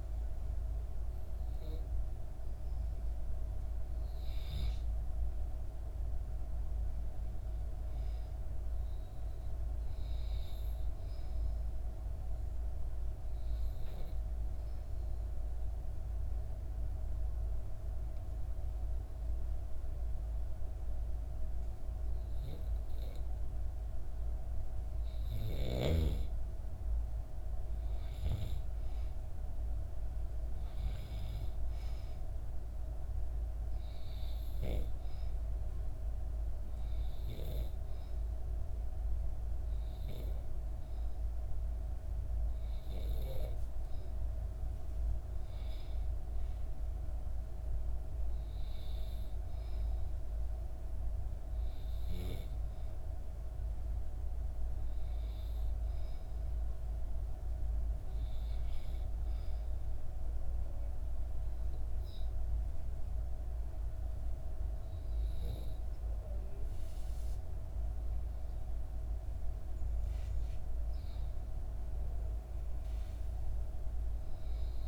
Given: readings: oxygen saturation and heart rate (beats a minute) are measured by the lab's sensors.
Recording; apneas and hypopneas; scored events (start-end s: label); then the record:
breathing in sleep, hard to hear, by a room microphone; 2
5.00-9.00 s: arousal
12.50-24.50 s: obstructive apnea (oxygen 95% before, 92% lowest, heart rate 67 before, 65 extreme, up 2 after)
26.00-29.00 s: arousal
31.00-46.00 s: oxygen desaturation (device-marked, oxygen 95% before, 92% lowest, heart rate 67 before, 64 extreme)
51.00-55.00 s: arousal
59.00-69.00 s: obstructive apnea (oxygen 95% before, 92% lowest, heart rate 66 before, 65 extreme, up 4 after)
70.50-74.00 s: arousal
From the record:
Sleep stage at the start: N2 (light sleep); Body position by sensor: on the back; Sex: female